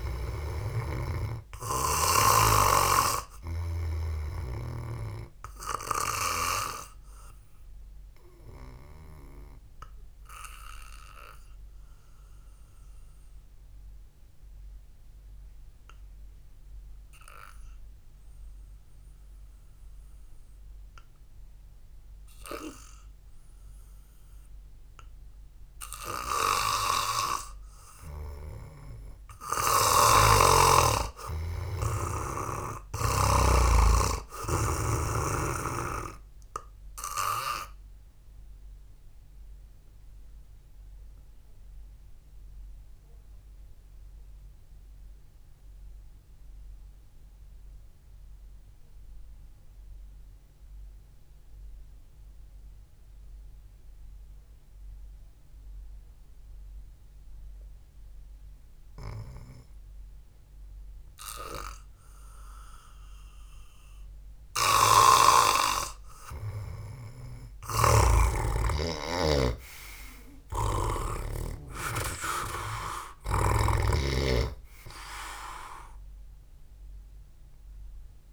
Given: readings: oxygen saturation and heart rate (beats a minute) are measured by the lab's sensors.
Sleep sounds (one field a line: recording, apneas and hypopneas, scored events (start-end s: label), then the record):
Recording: breathing in sleep by a room microphone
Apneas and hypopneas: 2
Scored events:
1.50-5.00 s: snoring (device-marked)
7.50-27.00 s: obstructive apnea (oxygen 94% before, 86% lowest, heart rate 58 before, 48 extreme, up 0 after)
19.50-27.50 s: oxygen desaturation (device-marked, oxygen 93% before, 86% lowest, heart rate 58 before, 48 extreme)
29.50-33.50 s: arousal
30.50-34.00 s: snoring (device-marked)
39.50-60.50 s: obstructive apnea (oxygen 97% before, 86% lowest, heart rate 57 before, 49 extreme)
43.50-60.50 s: oxygen desaturation (device-marked, oxygen 95% before, 86% lowest, heart rate 55 before, 49 extreme)
65.00-69.50 s: arousal
65.50-72.00 s: snoring (device-marked)
76.50-78.33 s: oxygen desaturation (device-marked, oxygen 95% before, 88% lowest, heart rate 57 before, 52 extreme)
From the record:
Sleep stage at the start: N2 (light sleep)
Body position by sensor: on the back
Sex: male